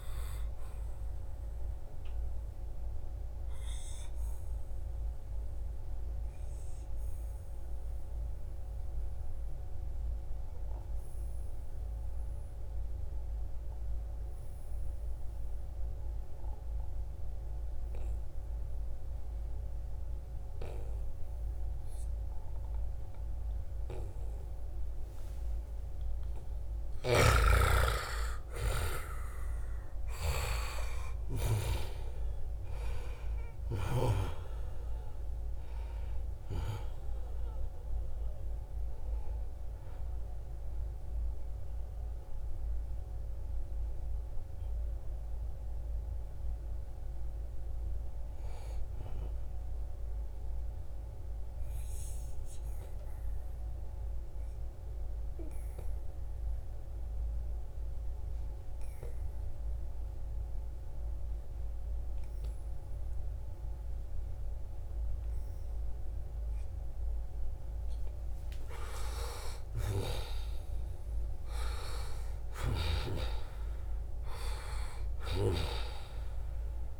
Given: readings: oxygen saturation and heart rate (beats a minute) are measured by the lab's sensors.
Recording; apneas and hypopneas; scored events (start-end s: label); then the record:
breathing in sleep by a room microphone; 2
0.00-4.00 s: oxygen desaturation (device-marked, oxygen 87% lowest, heart rate 66 extreme)
2.00-26.00 s: obstructive apnea (oxygen 95% before, 90% lowest, heart rate 93 before, 69 extreme, up 6 after)
25.00-27.00 s: long interval between heartbeats (device-marked, heart rate 73 before, 71 extreme)
27.00-51.00 s: oxygen desaturation (device-marked, oxygen 97% before, 90% lowest, heart rate 73 before, 72 extreme)
27.50-32.50 s: arousal
51.50-67.00 s: obstructive apnea (oxygen 96% before, 90% lowest, heart rate 79 before, 72 extreme, up 11 after)
66.00-76.99 s: oxygen desaturation (device-marked, oxygen 97% before, 92% lowest, heart rate 75 before, 66 extreme)
68.50-74.50 s: arousal
From the record:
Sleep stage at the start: N2 (light sleep); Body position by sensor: on the right side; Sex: male